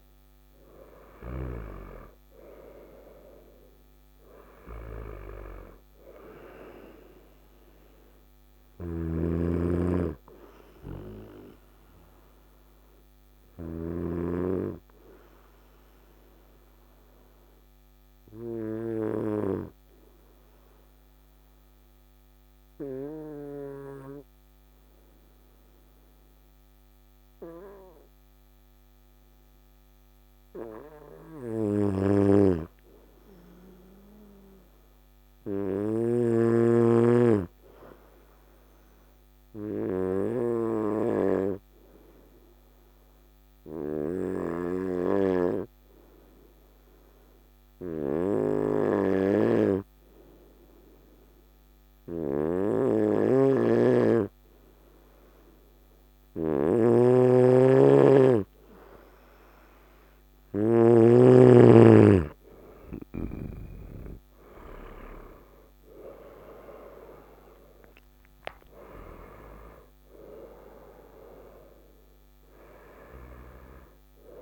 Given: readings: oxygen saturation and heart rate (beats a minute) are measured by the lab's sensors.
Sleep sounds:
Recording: breathing in sleep by a microphone on the trachea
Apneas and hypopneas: 2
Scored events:
0.00-1.00 s: snoring (device-marked)
0.00-2.00 s: arousal
0.00-9.50 s: oxygen desaturation (device-marked, oxygen 93% lowest, heart rate 55 extreme)
8.00-13.50 s: snoring (device-marked)
12.00-29.50 s: obstructive apnea (oxygen 97% before, 92% lowest, heart rate 62 before, 55 extreme, up 2 after)
31.50-35.00 s: arousal
31.50-35.50 s: snoring (device-marked)
38.00-57.00 s: obstructive apnea (oxygen 98% before, 92% lowest, heart rate 56 before, 58 extreme, up 6 after)
39.50-62.50 s: oxygen desaturation (device-marked, oxygen 98% before, 94% lowest, heart rate 56 before, 58 extreme)
52.50-60.50 s: snoring (device-marked)
62.00-66.00 s: arousal
67.50-73.50 s: oxygen desaturation (device-marked, oxygen 95% before, 92% lowest, heart rate 60 before, 54 extreme)
From the record:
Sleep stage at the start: N2 (light sleep)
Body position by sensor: on the right side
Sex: male

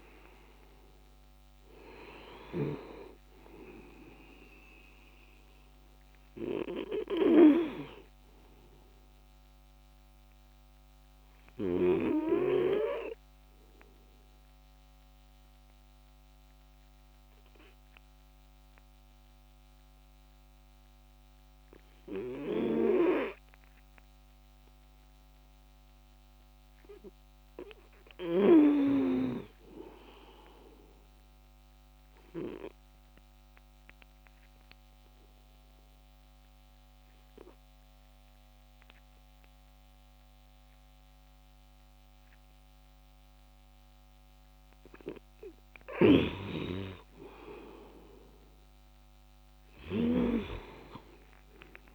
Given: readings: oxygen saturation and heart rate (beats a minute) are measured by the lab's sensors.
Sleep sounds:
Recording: breathing in sleep by a microphone on the trachea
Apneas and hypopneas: 2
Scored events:
1.50-25.50 s: oxygen desaturation (device-marked, oxygen 97% before, 93% lowest, heart rate 101 before, 95 extreme)
9.50-26.00 s: obstructive apnea (oxygen 98% before, 93% lowest, heart rate 136 before, 95 extreme)
28.00-31.00 s: arousal
32.50-45.50 s: obstructive apnea (oxygen 99% before, 93% lowest)
49.50-51.95 s: arousal
From the record:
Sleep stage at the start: N2 (light sleep)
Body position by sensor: on the back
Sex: male

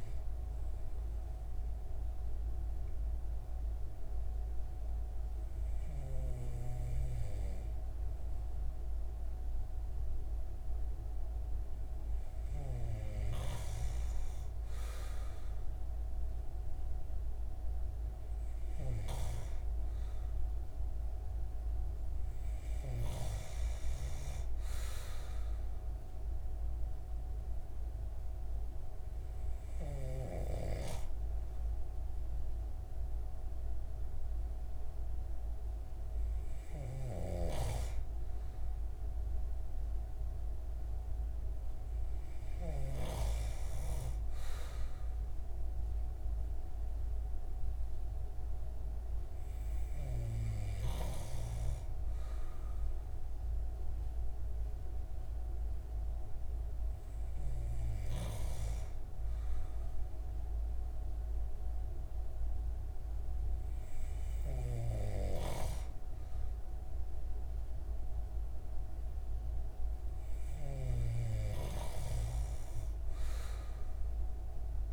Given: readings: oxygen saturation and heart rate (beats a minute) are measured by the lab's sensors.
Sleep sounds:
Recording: breathing in sleep by a room microphone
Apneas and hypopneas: none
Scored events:
none scored
From the record:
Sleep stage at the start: N2 (light sleep)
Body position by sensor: on the right side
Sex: male

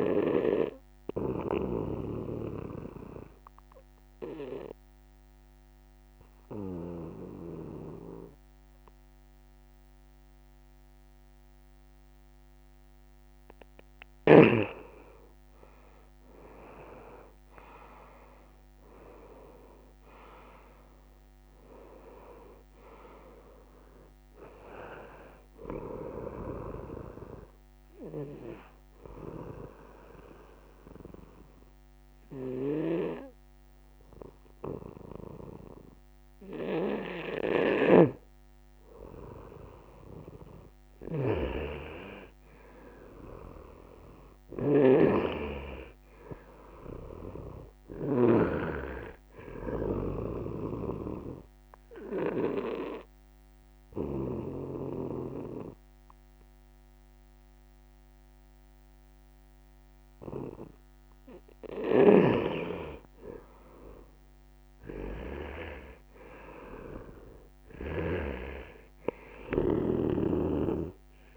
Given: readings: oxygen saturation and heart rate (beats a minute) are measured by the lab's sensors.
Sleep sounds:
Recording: breathing in sleep by a microphone on the trachea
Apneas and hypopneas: 3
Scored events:
0.50-13.50 s: obstructive apnea (oxygen 97% before, 88% lowest, heart rate 72 before, 68 extreme, up 6 after)
15.00-19.50 s: arousal
20.00-45.00 s: oxygen desaturation (device-marked, oxygen 97% before, 88% lowest, heart rate 71 before, 69 extreme)
29.00-39.50 s: obstructive apnea (oxygen 98% before, 88% lowest, heart rate 72 before, 69 extreme, up 4 after)
43.00-47.00 s: arousal
44.50-48.50 s: snoring (device-marked)
50.50-61.50 s: obstructive apnea (oxygen 98% before, 91% lowest, heart rate 72 before, 69 extreme, up 5 after)
51.00-66.00 s: oxygen desaturation (device-marked, oxygen 98% before, 93% lowest, heart rate 72 before, 69 extreme)
61.50-68.00 s: snoring (device-marked)
64.00-68.00 s: arousal
70.00-71.37 s: snoring (device-marked)
From the record:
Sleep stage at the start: N2 (light sleep)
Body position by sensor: on the right side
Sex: male

